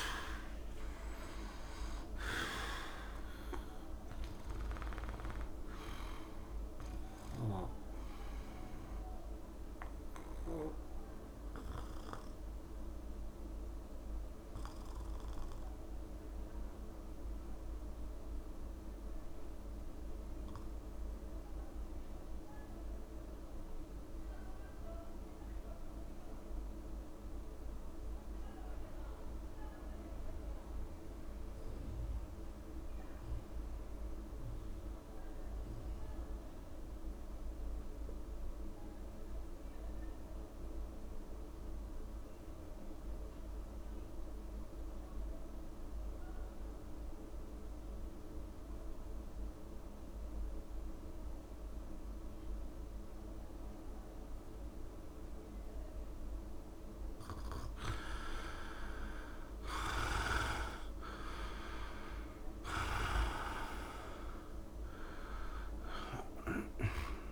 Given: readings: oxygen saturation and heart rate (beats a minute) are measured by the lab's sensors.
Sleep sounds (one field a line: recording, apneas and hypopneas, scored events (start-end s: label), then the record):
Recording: breathing in sleep by a room microphone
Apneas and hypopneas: 1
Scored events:
9.50-56.00 s: obstructive apnea (oxygen 100% before, 71% lowest, heart rate 73 before, 63 extreme, up 9 after)
27.00-67.32 s: oxygen desaturation (device-marked, oxygen 98% before, 71% lowest, heart rate 69 before, 63 extreme)
59.50-65.00 s: arousal
From the record:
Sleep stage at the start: REM sleep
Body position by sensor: on the back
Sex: male